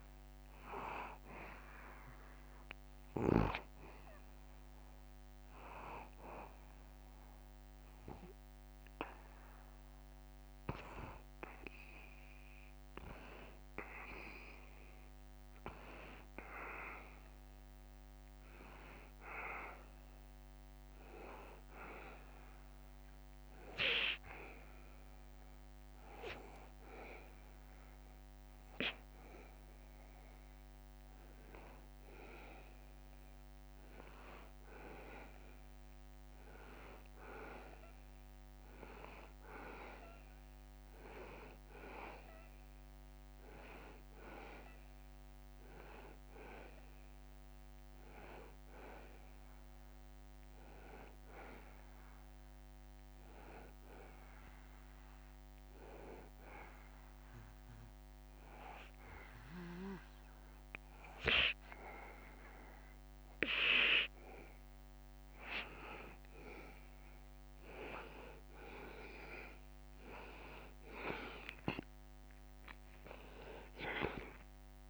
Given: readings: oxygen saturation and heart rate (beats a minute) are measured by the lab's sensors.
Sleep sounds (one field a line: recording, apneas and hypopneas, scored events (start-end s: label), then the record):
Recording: breathing in sleep by a microphone on the trachea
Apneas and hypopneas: 2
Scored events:
0.00-14.00 s: oxygen desaturation (device-marked, oxygen 90% lowest, heart rate 78 extreme)
22.00-33.00 s: hypopnea (oxygen 94% before, 90% lowest, heart rate 79 before, 78 extreme, up 0 after)
36.00-39.50 s: arousal
54.00-66.50 s: obstructive apnea (oxygen 93% before, 90% lowest, heart rate 79 before, 79 extreme, up 1 after)
From the record:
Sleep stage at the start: N2 (light sleep)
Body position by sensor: on the back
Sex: male